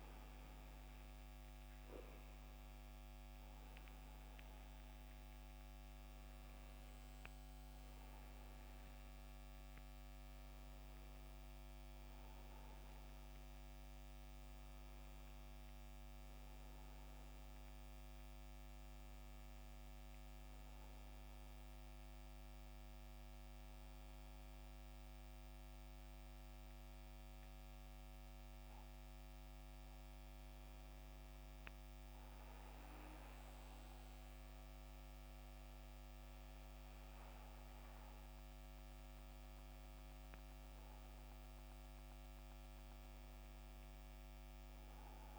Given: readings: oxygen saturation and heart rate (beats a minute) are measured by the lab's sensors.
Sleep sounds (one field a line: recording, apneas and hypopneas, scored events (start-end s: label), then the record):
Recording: breathing in sleep, hard to hear, by a microphone on the trachea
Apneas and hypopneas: 1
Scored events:
0.00-2.50 s: arousal
3.50-22.50 s: oxygen desaturation (device-marked, oxygen 92% before, 89% lowest, heart rate 74 before, 70 extreme)
24.50-36.50 s: hypopnea (oxygen 93% before, 90% lowest, heart rate 79 before, 70 extreme, up 10 after)
39.50-44.50 s: arousal
From the record:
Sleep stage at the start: N2 (light sleep)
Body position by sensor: on the back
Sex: male